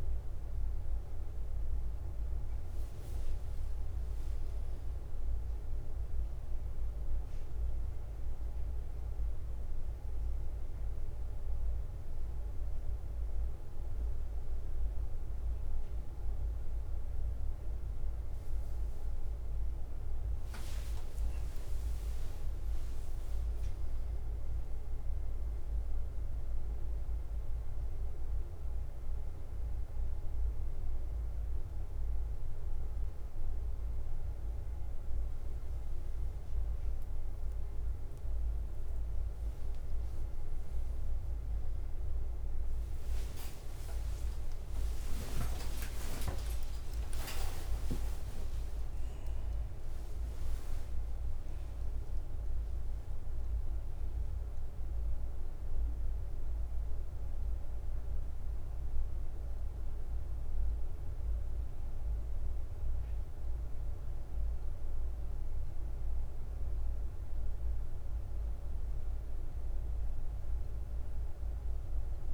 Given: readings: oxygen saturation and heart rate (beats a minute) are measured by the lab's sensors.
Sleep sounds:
breathing in sleep, hard to hear, by a room microphone; none
0.00-2.00 s: arousal
0.00-41.50 s: bradycardia (device-marked, heart rate 44 extreme)
7.50-72.34 s: new sleep stage, N1 (lightest sleep)
42.00-47.50 s: arousal
44.50-46.50 s: long interval between heartbeats (device-marked, heart rate 52 before, 69 extreme)
53.50-55.50 s: long interval between heartbeats (device-marked, heart rate 59 before, 61 extreme)
53.50-72.34 s: bradycardia (device-marked, heart rate 53 before, 49 extreme)
From the record:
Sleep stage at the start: N2 (light sleep); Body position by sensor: on the back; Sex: male

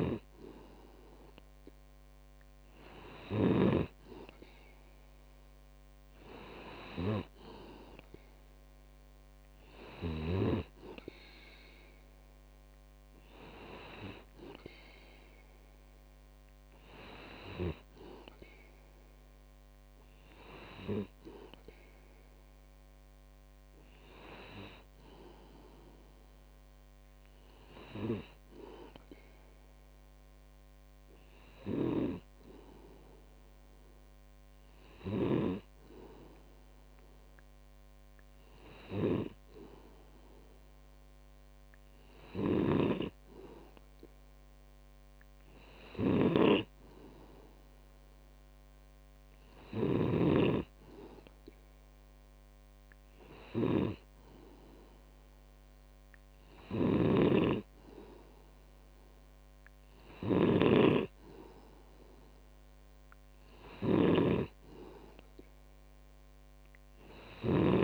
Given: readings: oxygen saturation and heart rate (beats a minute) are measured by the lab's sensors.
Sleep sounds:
breathing in sleep by a microphone on the trachea; none
0.00-4.00 s: snoring (device-marked)
42.50-50.50 s: snoring (device-marked)
56.50-67.83 s: snoring (device-marked)
From the record:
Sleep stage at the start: N2 (light sleep); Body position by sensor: on the back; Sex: male

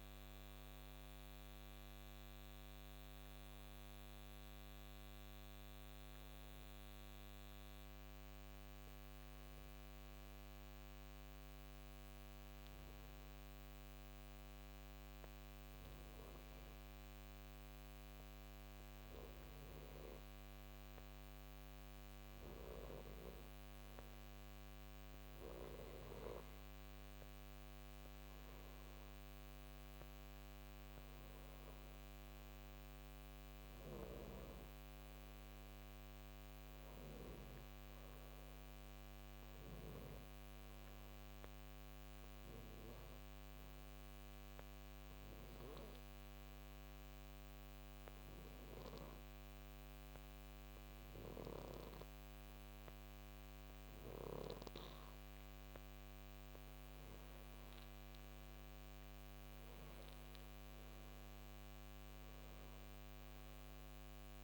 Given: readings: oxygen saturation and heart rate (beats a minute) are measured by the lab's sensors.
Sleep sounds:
breathing in sleep, hard to hear, by a microphone on the trachea; 2
0.00-11.00 s: oxygen desaturation (device-marked, oxygen 90% lowest, heart rate 60 extreme)
7.50-21.50 s: obstructive apnea (oxygen 93% before, 89% lowest, heart rate 71 before, 62 extreme, up 5 after)
23.00-26.00 s: arousal
25.00-43.00 s: oxygen desaturation (device-marked, oxygen 94% before, 90% lowest, heart rate 63 before, 64 extreme)
39.50-54.50 s: obstructive apnea (oxygen 94% before, 89% lowest, heart rate 66 before, 64 extreme, up 4 after)
56.50-60.00 s: arousal
63.00-64.44 s: oxygen desaturation (device-marked, oxygen 93% before, 89% lowest, heart rate 66 before, 65 extreme)
From the record:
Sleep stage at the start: N2 (light sleep); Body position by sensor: on the back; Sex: male

